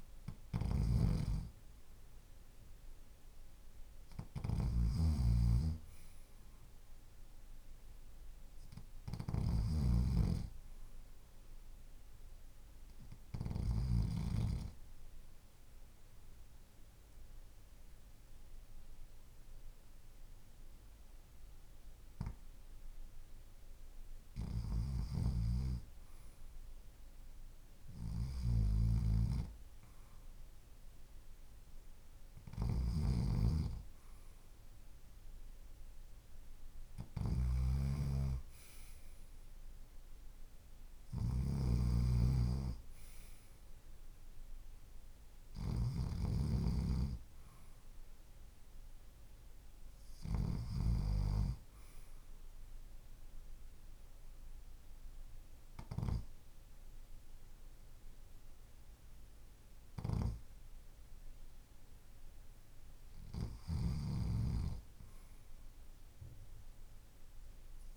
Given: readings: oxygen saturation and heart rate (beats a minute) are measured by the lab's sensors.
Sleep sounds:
breathing in sleep by a room microphone; 1
0.00-9.00 s: snoring (device-marked)
14.00-24.50 s: obstructive apnea (oxygen 97% before, 93% lowest, heart rate 51 before, 50 extreme, up 1 after)
24.50-45.50 s: snoring (device-marked)
29.50-33.50 s: arousal
63.00-67.97 s: snoring (device-marked)
From the record:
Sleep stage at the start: REM sleep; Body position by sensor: on the left side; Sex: male

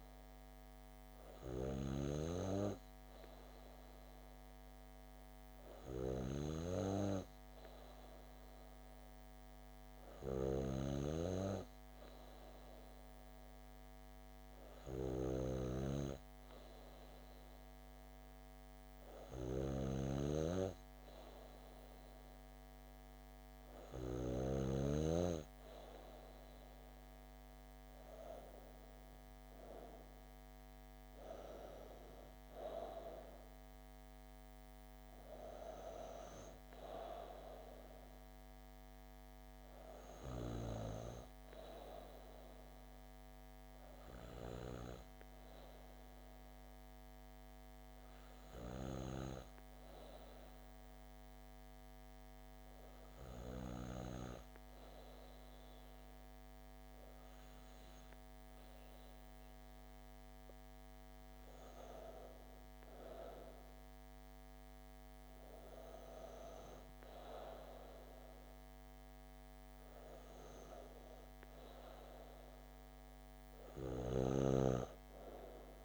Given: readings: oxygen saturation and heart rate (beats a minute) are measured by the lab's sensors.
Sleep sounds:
breathing in sleep by a microphone on the trachea; 1
29.00-32.00 s: arousal
47.50-61.00 s: hypopnea (oxygen 95% before, 95% lowest, heart rate 134 before, 100 extreme)
From the record:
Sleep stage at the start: N2 (light sleep); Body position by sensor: on the back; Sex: female

